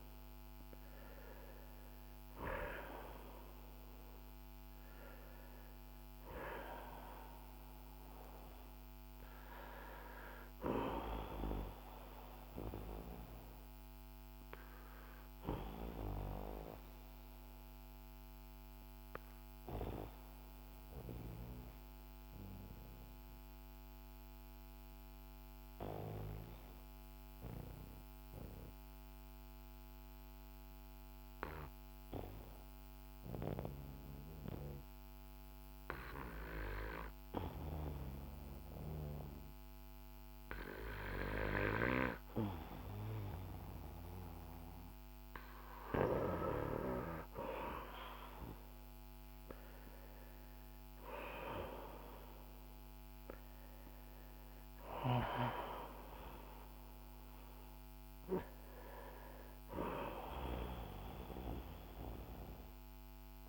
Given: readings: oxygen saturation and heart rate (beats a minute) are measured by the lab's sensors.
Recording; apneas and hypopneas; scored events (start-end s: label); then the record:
breathing in sleep by a microphone on the trachea; 1
1.50-30.50 s: oxygen desaturation (device-marked, oxygen 96% before, 90% lowest, heart rate 53 before, 45 extreme)
12.50-46.00 s: obstructive apnea (oxygen 96% before, 90% lowest, heart rate 57 before, 45 extreme, up 10 after)
46.50-63.49 s: oxygen desaturation (device-marked, oxygen 97% before, 90% lowest, heart rate 52 before, 48 extreme)
47.50-52.50 s: arousal
From the record:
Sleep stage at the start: N2 (light sleep); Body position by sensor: on the back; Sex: male